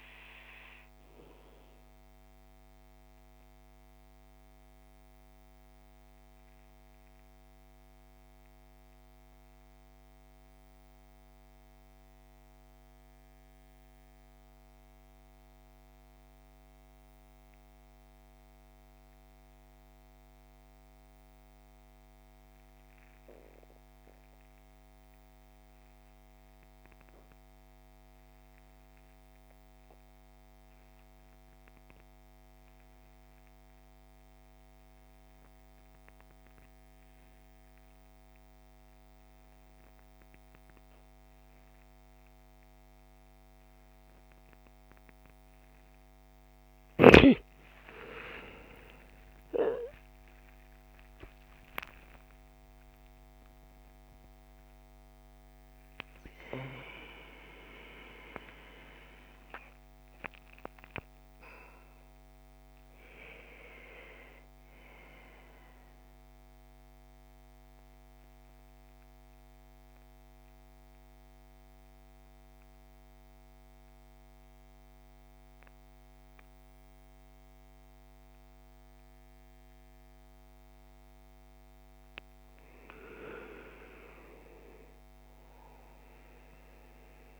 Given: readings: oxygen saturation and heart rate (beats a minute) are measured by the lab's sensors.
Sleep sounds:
breathing in sleep by a microphone on the trachea; 2
0.00-17.50 s: oxygen desaturation (device-marked, oxygen 84% lowest)
1.00-46.00 s: mixed apnea (oxygen 98% before, 69% lowest)
27.50-62.50 s: oxygen desaturation (device-marked, oxygen 98% before, 85% lowest)
48.00-54.00 s: arousal
64.50-80.50 s: central apnea (oxygen 89% before, 69% lowest)
64.50-83.50 s: oxygen desaturation (device-marked, oxygen 89% before, 69% lowest)
83.00-87.39 s: arousal
From the record:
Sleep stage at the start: N2 (light sleep); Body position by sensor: on the back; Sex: male

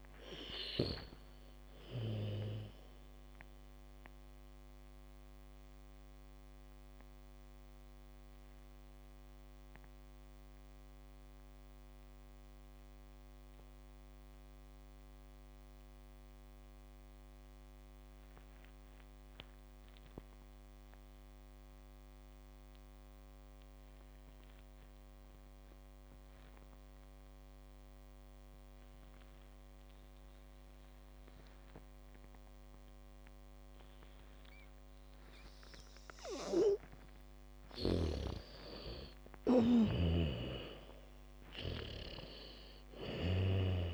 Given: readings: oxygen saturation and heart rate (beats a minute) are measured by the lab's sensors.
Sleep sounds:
breathing in sleep by a microphone on the trachea; 1
0.00-18.00 s: oxygen desaturation (device-marked, oxygen 82% lowest, heart rate 45 extreme)
5.50-34.50 s: mixed apnea (oxygen 99% before, 79% lowest, heart rate 60 before, 49 extreme, up 2 after)
28.00-43.94 s: oxygen desaturation (device-marked, oxygen 99% before, 79% lowest, heart rate 76 before, 49 extreme)
34.00-41.00 s: bradycardia (device-marked, heart rate 71 before, 49 extreme)
38.00-42.50 s: arousal
From the record:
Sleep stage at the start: N2 (light sleep); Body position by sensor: on the back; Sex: female

